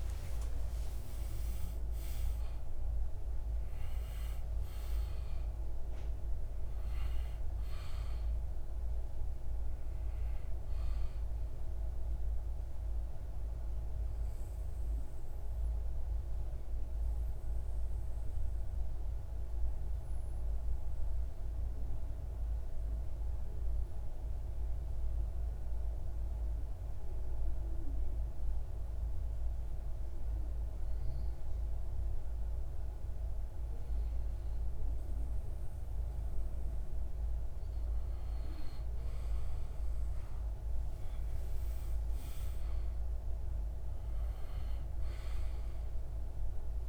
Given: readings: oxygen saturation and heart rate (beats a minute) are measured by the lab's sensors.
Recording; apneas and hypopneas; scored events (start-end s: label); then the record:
breathing in sleep, hard to hear, by a room microphone; 1
0.00-20.50 s: oxygen desaturation (device-marked, oxygen 94% lowest)
14.00-35.50 s: mixed apnea (oxygen 98% before, 93% lowest)
38.50-46.88 s: oxygen desaturation (device-marked, oxygen 98% before, 94% lowest)
41.50-45.50 s: arousal
From the record:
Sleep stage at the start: N2 (light sleep); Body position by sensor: on the back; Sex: male